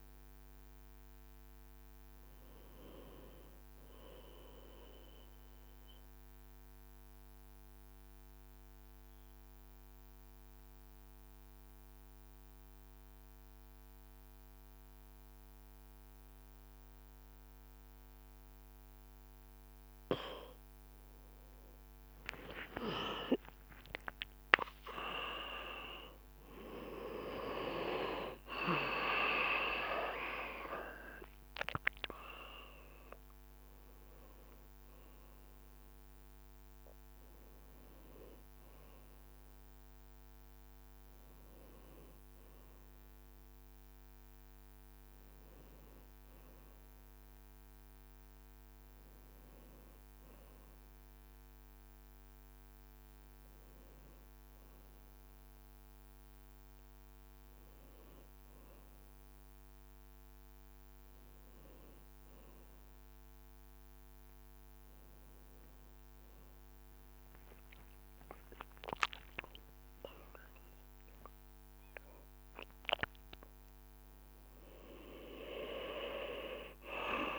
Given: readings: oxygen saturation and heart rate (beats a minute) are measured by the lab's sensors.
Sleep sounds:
breathing in sleep by a microphone on the trachea; 1
4.00-20.50 s: obstructive apnea (oxygen 96% before, 94% lowest, heart rate 57 before, 53 extreme, up 8 after)
22.00-28.00 s: arousal
38.50-77.39 s: new sleep stage, N1 (lightest sleep)
62.00-64.00 s: long interval between heartbeats (device-marked, heart rate 61 before, 64 extreme)
66.50-71.00 s: leg movement (device-marked)
67.00-72.50 s: arousal
From the record:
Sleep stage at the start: N2 (light sleep); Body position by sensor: on the back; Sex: male

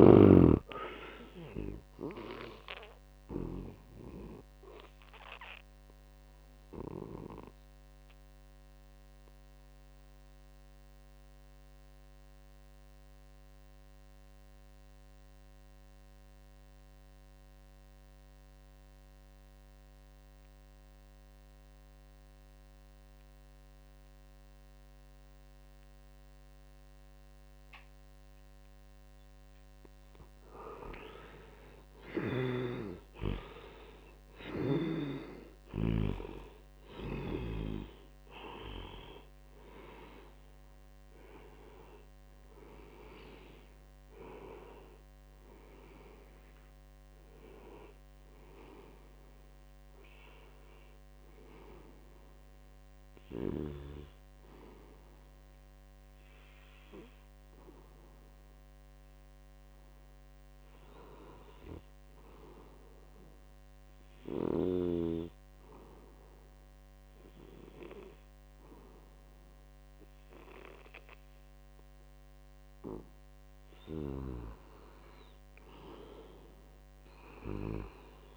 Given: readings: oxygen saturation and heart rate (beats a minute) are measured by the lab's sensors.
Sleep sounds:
breathing in sleep by a microphone on the trachea; 2
0.00-17.00 s: oxygen desaturation (device-marked, oxygen 62% lowest, heart rate 64 extreme)
3.00-28.00 s: obstructive apnea (oxygen 85% before, 62% lowest, heart rate 73 before, 76 extreme, up 0 after)
19.00-55.00 s: oxygen desaturation (device-marked, oxygen 98% before, 65% lowest, heart rate 85 before, 76 extreme)
30.00-33.50 s: arousal
32.00-35.50 s: snoring (device-marked)
52.50-73.50 s: mixed apnea (oxygen 94% before, 67% lowest, heart rate 84 before, 78 extreme, up 2 after)
76.50-78.36 s: arousal
From the record:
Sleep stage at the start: N2 (light sleep); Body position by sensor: on the back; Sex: male

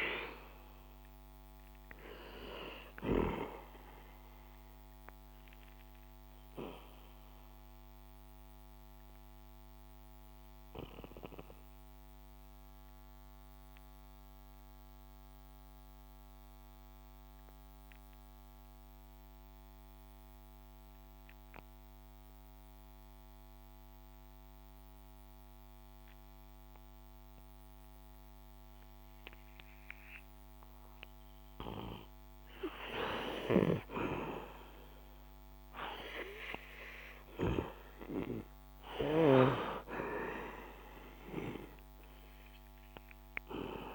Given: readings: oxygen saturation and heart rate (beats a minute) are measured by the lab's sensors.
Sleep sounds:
breathing in sleep by a microphone on the trachea; 1
0.00-21.00 s: oxygen desaturation (device-marked, oxygen 90% lowest, heart rate 60 extreme)
6.00-31.50 s: obstructive apnea (oxygen 98% before, 89% lowest, heart rate 66 before, 61 extreme, up 6 after)
35.00-38.50 s: arousal
37.00-43.95 s: oxygen desaturation (device-marked, oxygen 98% before, 89% lowest, heart rate 64 before, 58 extreme)
From the record:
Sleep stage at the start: N2 (light sleep); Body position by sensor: on the back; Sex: male

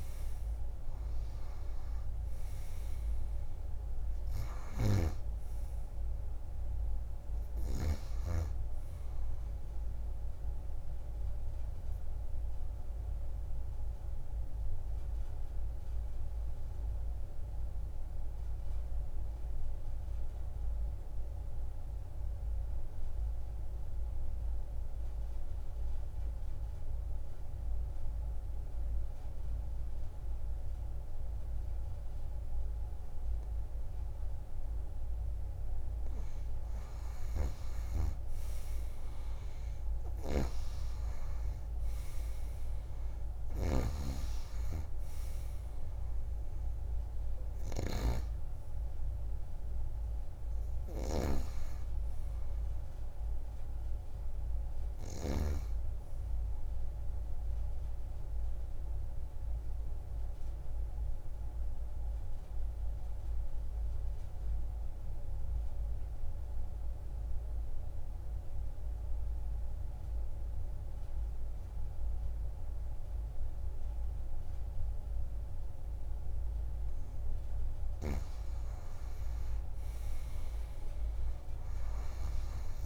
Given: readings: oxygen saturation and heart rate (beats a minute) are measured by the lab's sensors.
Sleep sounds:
breathing in sleep by a room microphone; 2
0.00-1.00 s: arousal
0.00-22.50 s: oxygen desaturation (device-marked, oxygen 87% lowest)
12.00-35.50 s: obstructive apnea (oxygen 97% before, 87% lowest)
34.50-64.50 s: oxygen desaturation (device-marked, oxygen 97% before, 87% lowest)
39.50-42.50 s: arousal
40.00-51.50 s: snoring (device-marked)
58.50-77.00 s: obstructive apnea (oxygen 97% before, 87% lowest)
77.50-82.86 s: oxygen desaturation (device-marked, oxygen 97% before, 89% lowest)
81.50-82.86 s: arousal
From the record:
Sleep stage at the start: N2 (light sleep); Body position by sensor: on the back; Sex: female

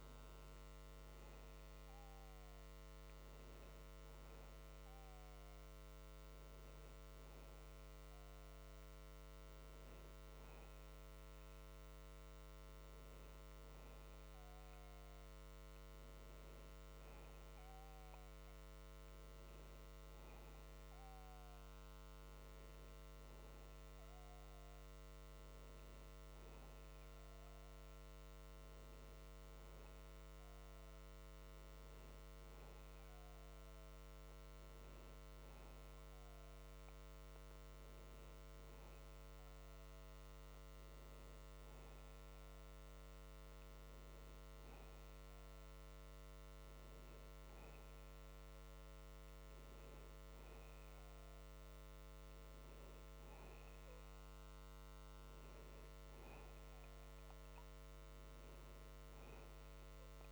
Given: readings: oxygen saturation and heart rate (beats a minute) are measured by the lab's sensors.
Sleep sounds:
breathing in sleep, hard to hear, by a microphone on the trachea; none
none scored
From the record:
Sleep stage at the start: N1 (lightest sleep); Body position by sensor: on the back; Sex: male

